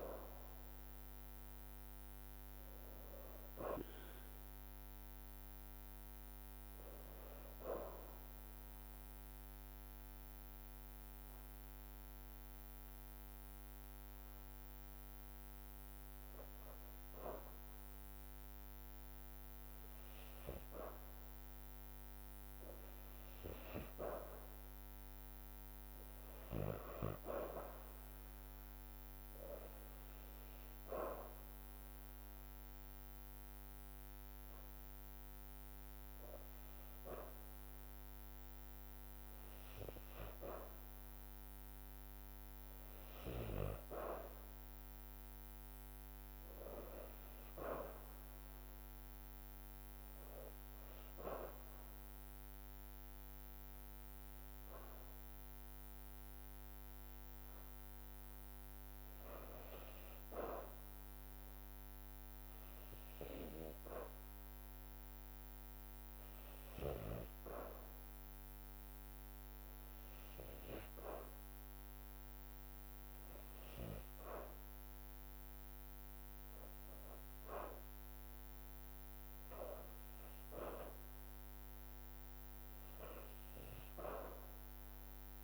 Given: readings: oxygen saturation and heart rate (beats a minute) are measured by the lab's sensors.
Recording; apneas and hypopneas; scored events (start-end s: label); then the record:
breathing in sleep by a microphone on the trachea; 2
0.00-4.00 s: arousal
9.00-22.50 s: hypopnea (oxygen 99% before, 91% lowest, heart rate 56 before, 54 extreme, up 0 after)
14.00-26.00 s: drop in pulse transit time (device-marked, heart rate 56 before, 54 extreme)
25.00-28.50 s: arousal
35.00-50.00 s: oxygen desaturation (device-marked, oxygen 97% before, 92% lowest, heart rate 54 before, 55 extreme)
53.00-76.50 s: hypopnea (oxygen 97% before, 89% lowest, heart rate 55 before, 55 extreme, up 1 after)
58.00-68.00 s: drop in pulse transit time (device-marked, heart rate 56 before, 55 extreme)
79.00-85.00 s: drop in pulse transit time (device-marked, heart rate 56 before, 56 extreme)
79.00-85.44 s: oxygen desaturation (device-marked, oxygen 93% before, 89% lowest, heart rate 56 before, 53 extreme)
80.00-84.00 s: arousal
From the record:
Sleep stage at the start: N2 (light sleep); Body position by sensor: on the back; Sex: female